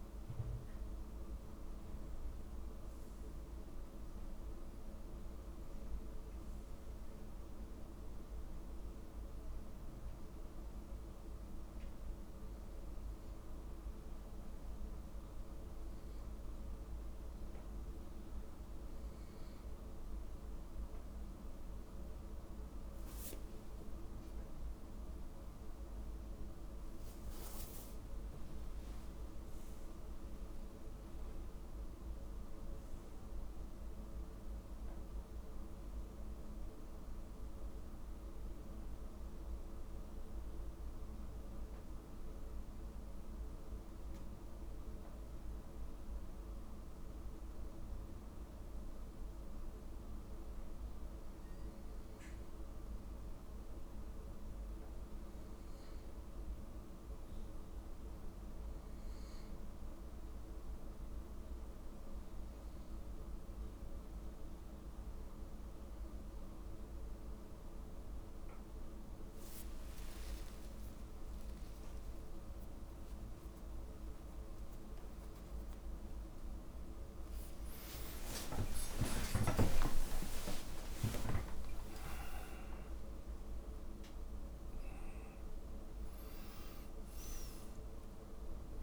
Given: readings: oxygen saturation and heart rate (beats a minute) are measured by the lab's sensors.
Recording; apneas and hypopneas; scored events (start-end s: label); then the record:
breathing in sleep, hard to hear, by a room microphone; 2
9.50-19.50 s: hypopnea (oxygen 96% before, 94% lowest, heart rate 61 before, 57 extreme, up 32 after)
21.50-25.50 s: arousal
50.50-64.00 s: hypopnea (oxygen 97% before, 94% lowest, heart rate 62 before, 56 extreme, up 11 after)
75.50-88.83 s: new sleep stage, awake
From the record:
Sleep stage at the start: N2 (light sleep); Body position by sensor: on the right side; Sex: male